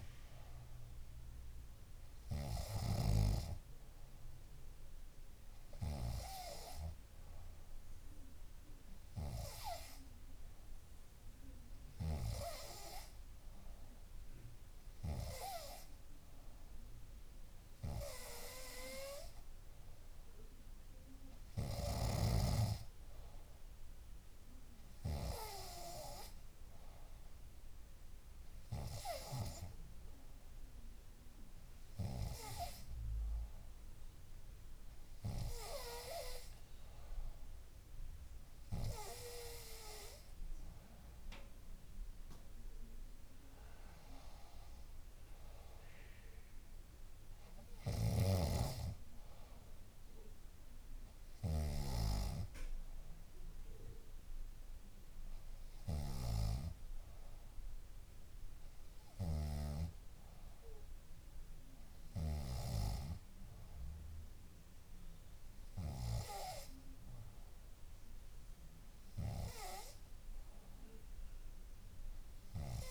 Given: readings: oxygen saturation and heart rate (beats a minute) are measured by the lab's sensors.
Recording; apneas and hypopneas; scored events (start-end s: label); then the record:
breathing in sleep by a room microphone; none
25.50-35.50 s: oxygen desaturation (device-marked, oxygen 95% before, 92% lowest, heart rate 65 before, 59 extreme)
48.00-52.00 s: snoring (device-marked)
51.50-53.50 s: bradycardia (device-marked, heart rate 65 before, 62 extreme)
From the record:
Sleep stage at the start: N3 (deep sleep); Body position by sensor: on the back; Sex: female